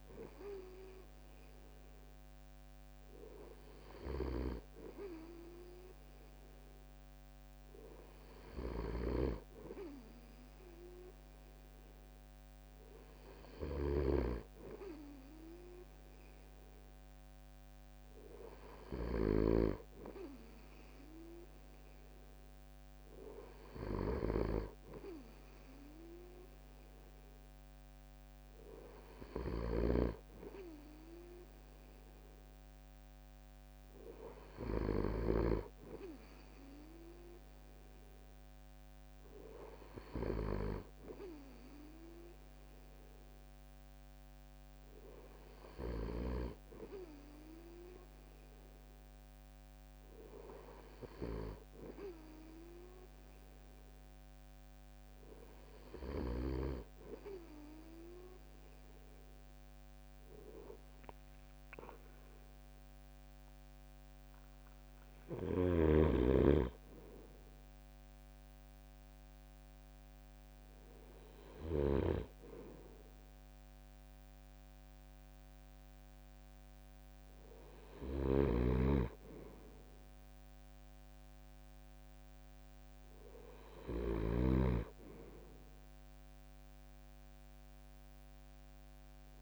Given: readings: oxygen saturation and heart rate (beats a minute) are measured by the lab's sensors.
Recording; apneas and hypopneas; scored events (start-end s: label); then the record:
breathing in sleep by a microphone on the trachea; none
3.50-19.00 s: snoring (device-marked)
29.00-35.00 s: snoring (device-marked)
64.50-78.50 s: drop in pulse transit time (device-marked, heart rate 65 before, 61 extreme)
65.00-71.50 s: snoring (device-marked)
77.50-84.00 s: snoring (device-marked)
From the record:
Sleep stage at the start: N2 (light sleep); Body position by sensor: on the right side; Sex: male